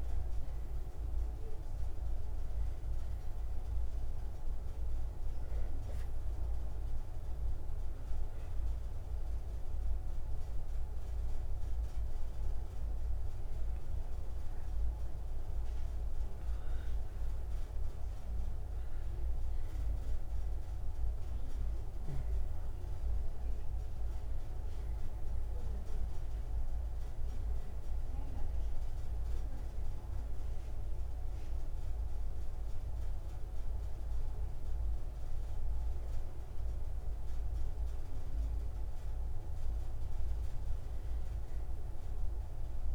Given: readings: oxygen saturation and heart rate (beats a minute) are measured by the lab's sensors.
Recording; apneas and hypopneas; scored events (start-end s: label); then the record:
breathing in sleep, hard to hear, by a room microphone; 1
6.50-17.50 s: hypopnea (oxygen 98% before, 93% lowest, heart rate 122 before, 28 extreme, up 36 after)
10.00-42.95 s: new sleep stage, N2 (light sleep)
20.50-25.00 s: arousal
From the record:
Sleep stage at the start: N1 (lightest sleep); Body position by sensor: on the right side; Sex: male